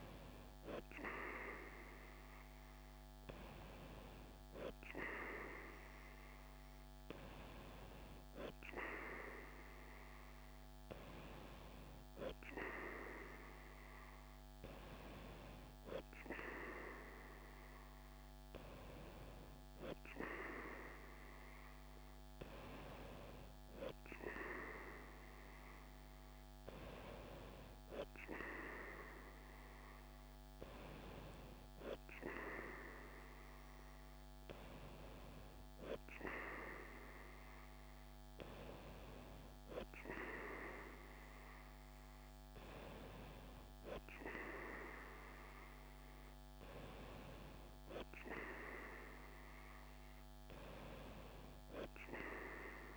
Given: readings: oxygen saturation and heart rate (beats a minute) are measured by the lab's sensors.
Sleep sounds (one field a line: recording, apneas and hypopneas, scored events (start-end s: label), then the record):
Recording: breathing in sleep by a microphone on the trachea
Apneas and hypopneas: none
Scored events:
46.00-52.96 s: new sleep stage, N3 (deep sleep)
From the record:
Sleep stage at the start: N2 (light sleep)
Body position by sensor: on the right side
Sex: female